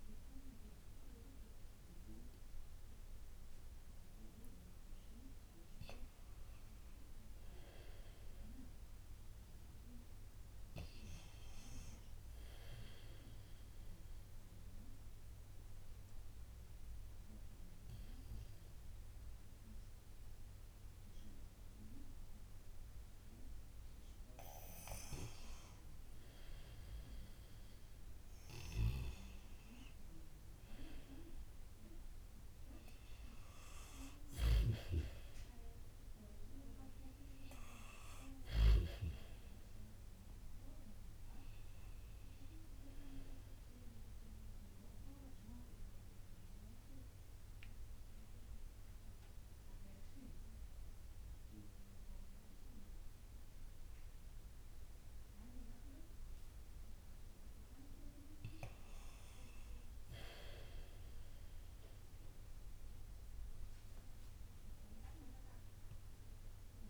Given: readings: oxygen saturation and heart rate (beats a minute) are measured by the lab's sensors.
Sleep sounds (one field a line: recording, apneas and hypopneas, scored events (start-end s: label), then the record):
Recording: breathing in sleep by a room microphone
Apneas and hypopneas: 2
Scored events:
14.50-25.50 s: obstructive apnea (oxygen 93% before, 87% lowest, heart rate 71 before, 56 extreme, up 4 after)
27.00-31.00 s: arousal
34.50-39.00 s: snoring (device-marked)
41.00-65.00 s: oxygen desaturation (device-marked, oxygen 92% before, 87% lowest, heart rate 60 before, 59 extreme)
44.00-57.00 s: obstructive apnea (oxygen 93% before, 87% lowest, heart rate 61 before, 60 extreme, up 14 after)
59.00-62.50 s: arousal
From the record:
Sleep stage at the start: N2 (light sleep)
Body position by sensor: on the back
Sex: male